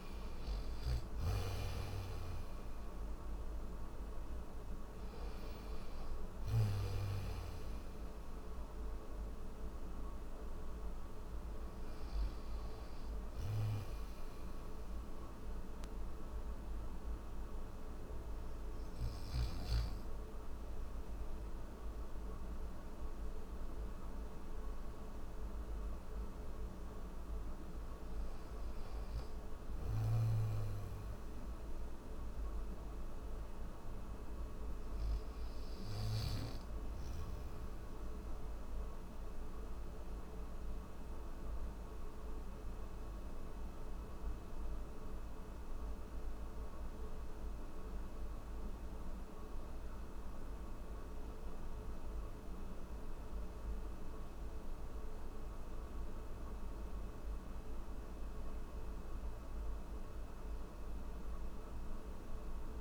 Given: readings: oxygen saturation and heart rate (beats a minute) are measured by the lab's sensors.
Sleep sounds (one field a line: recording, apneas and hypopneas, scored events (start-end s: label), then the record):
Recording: breathing in sleep, hard to hear, by a room microphone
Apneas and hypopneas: none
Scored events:
7.50-62.81 s: new sleep stage, N1 (lightest sleep)
61.50-62.81 s: oxygen desaturation (device-marked, oxygen 97% before, 91% lowest, heart rate 59 before, 58 extreme)
From the record:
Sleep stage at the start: N3 (deep sleep)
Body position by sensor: on the back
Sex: male